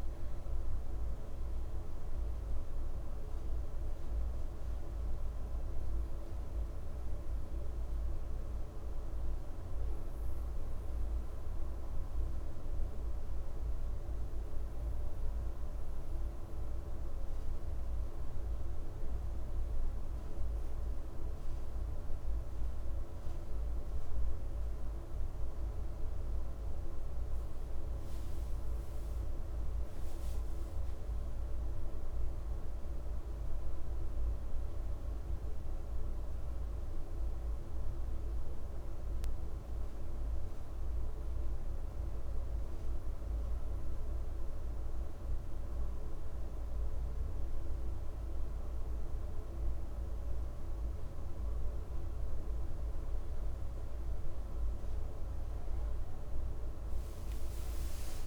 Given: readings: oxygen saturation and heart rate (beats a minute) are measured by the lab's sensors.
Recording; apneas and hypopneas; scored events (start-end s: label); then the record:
breathing in sleep, hard to hear, by a room microphone; 2
8.50-20.50 s: hypopnea (oxygen 97% before, 94% lowest, heart rate 64 before, 60 extreme, up 1 after)
24.00-29.00 s: arousal
38.50-53.00 s: hypopnea (oxygen 96% before, 94% lowest, heart rate 64 before, 60 extreme, up 4 after)
From the record:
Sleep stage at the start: N2 (light sleep); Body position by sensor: on the back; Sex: male